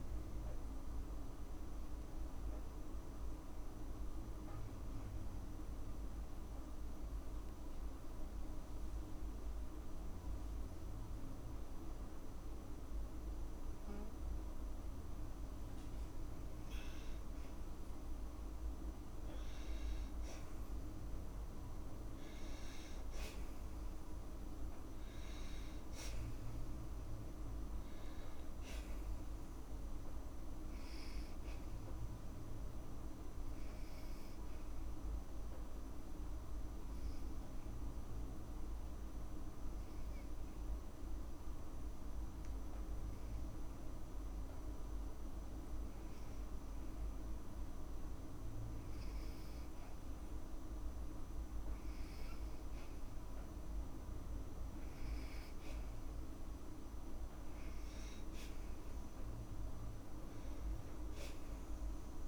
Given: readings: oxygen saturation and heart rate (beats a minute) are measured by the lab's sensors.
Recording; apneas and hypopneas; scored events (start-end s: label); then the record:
breathing in sleep, hard to hear, by a room microphone; 2
0.00-1.50 s: arousal
4.50-15.50 s: obstructive apnea (oxygen 96% before, 92% lowest, heart rate 54 before, 53 extreme, up 3 after)
19.00-22.50 s: arousal
34.50-45.00 s: hypopnea (oxygen 96% before, 92% lowest, heart rate 55 before, 53 extreme, up 2 after)
35.00-53.00 s: oxygen desaturation (device-marked, oxygen 96% before, 92% lowest, heart rate 55 before, 53 extreme)
56.00-59.50 s: arousal
From the record:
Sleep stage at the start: N2 (light sleep); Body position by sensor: on the back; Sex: female